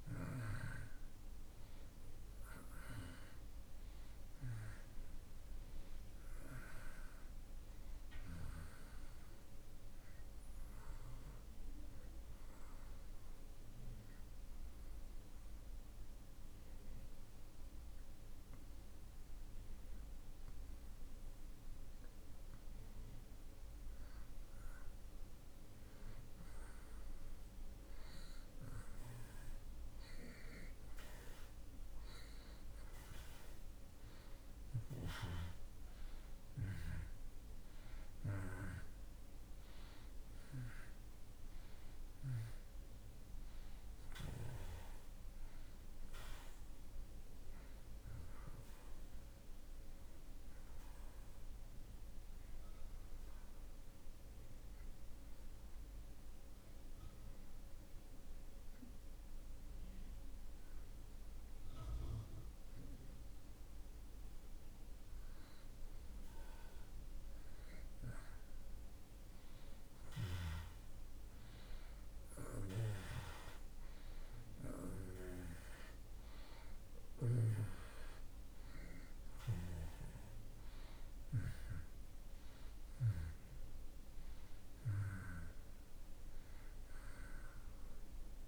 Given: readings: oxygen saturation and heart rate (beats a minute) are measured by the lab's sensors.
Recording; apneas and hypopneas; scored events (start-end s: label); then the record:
breathing in sleep by a room microphone; 2
0.00-20.50 s: oxygen desaturation (device-marked, oxygen 83% lowest)
14.00-24.00 s: obstructive apnea (oxygen 95% before, 86% lowest)
27.00-31.50 s: arousal
33.50-59.50 s: oxygen desaturation (device-marked, oxygen 94% before, 86% lowest)
53.00-65.50 s: obstructive apnea (oxygen 94% before, 84% lowest)
73.00-76.00 s: arousal
76.50-88.48 s: oxygen desaturation (device-marked, oxygen 93% before, 84% lowest)
From the record:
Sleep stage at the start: N2 (light sleep); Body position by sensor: on the back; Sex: male